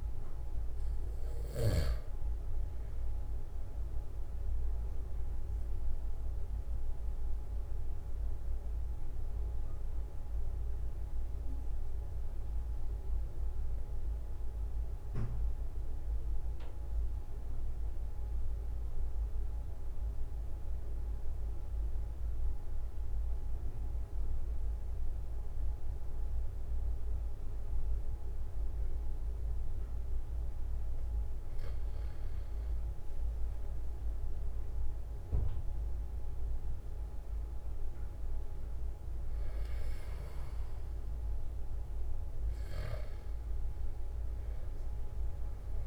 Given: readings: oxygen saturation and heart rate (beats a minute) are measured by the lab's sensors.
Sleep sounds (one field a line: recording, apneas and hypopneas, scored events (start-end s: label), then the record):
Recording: breathing in sleep, hard to hear, by a room microphone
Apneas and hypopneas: 1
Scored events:
0.00-2.00 s: snoring (device-marked)
0.00-18.00 s: oxygen desaturation (device-marked, oxygen 91% lowest, heart rate 42 extreme)
7.00-30.50 s: obstructive apnea (oxygen 97% before, 91% lowest, heart rate 45 before, 42 extreme, up 6 after)
33.00-37.50 s: arousal
36.00-45.87 s: oxygen desaturation (device-marked, oxygen 97% before, 92% lowest, heart rate 44 before, 42 extreme)
From the record:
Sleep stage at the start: N2 (light sleep)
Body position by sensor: on the back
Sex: male